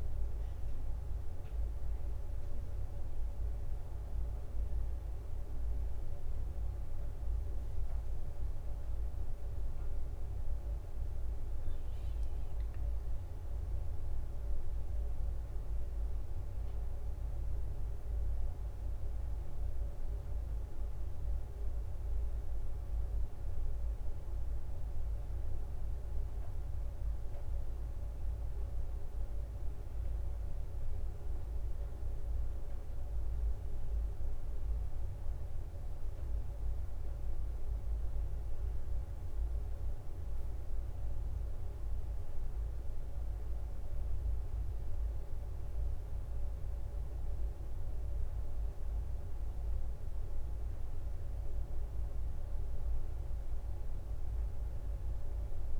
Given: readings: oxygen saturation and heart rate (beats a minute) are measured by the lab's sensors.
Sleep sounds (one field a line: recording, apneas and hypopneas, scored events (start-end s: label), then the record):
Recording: a person awake in a sleep study, hard to hear, by a room microphone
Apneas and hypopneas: none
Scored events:
53.50-55.50 s: bradycardia (device-marked, heart rate 64 before, 61 extreme)
From the record:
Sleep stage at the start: awake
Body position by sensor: on the back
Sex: female